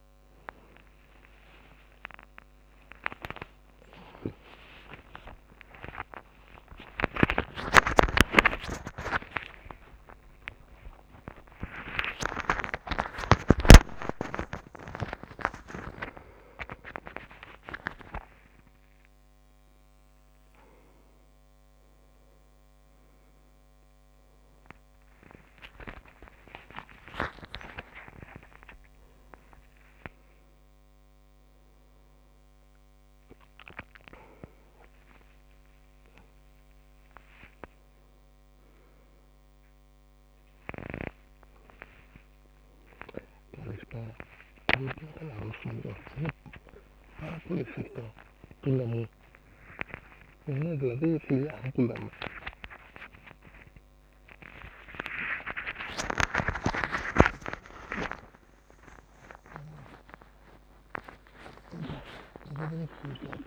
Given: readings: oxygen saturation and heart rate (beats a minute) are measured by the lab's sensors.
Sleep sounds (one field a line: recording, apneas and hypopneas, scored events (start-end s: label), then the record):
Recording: a person awake in a sleep study, by a microphone on the trachea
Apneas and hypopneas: none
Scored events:
7.00-13.00 s: snoring (device-marked)
15.00-18.50 s: snoring (device-marked)
47.50-49.50 s: long interval between heartbeats (device-marked, heart rate 85 before, 88 extreme)
56.00-63.47 s: snoring (device-marked)
60.50-63.47 s: tachycardia (device-marked, heart rate 74 before, 117 extreme)
62.00-63.47 s: long interval between heartbeats (device-marked, heart rate 86 before, 90 extreme)
From the record:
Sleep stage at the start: awake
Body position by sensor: on the back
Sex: male